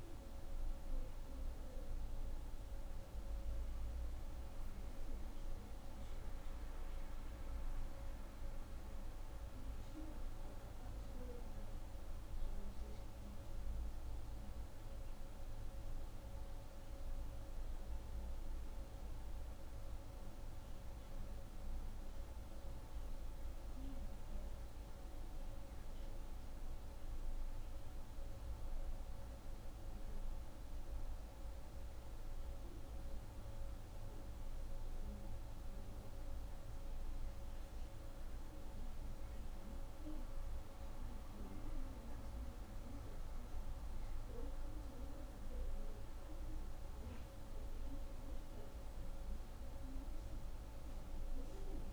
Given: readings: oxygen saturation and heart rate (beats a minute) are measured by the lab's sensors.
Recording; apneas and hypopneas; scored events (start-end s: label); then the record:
breathing in sleep, hard to hear, by a room microphone; none
none scored
From the record:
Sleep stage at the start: N1 (lightest sleep); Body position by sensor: on the right side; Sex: female